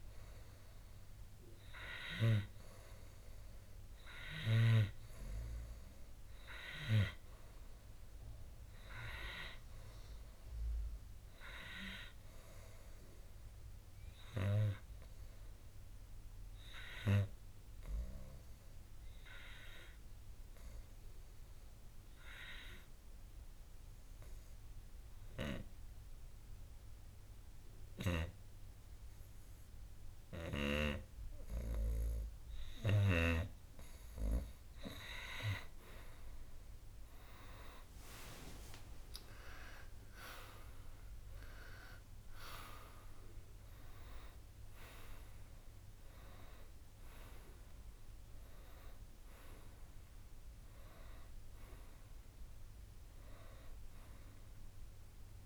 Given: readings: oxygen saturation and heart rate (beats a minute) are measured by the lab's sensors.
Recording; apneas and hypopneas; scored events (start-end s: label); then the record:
breathing in sleep by a room microphone; 1
0.00-2.50 s: arousal
8.50-25.50 s: oxygen desaturation (device-marked, oxygen 96% before, 92% lowest, heart rate 62 before, 63 extreme)
15.50-34.00 s: obstructive apnea (oxygen 96% before, 91% lowest, heart rate 64 before, 63 extreme, up 7 after)
35.50-40.00 s: arousal
From the record:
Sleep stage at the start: N2 (light sleep); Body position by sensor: on the right side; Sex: male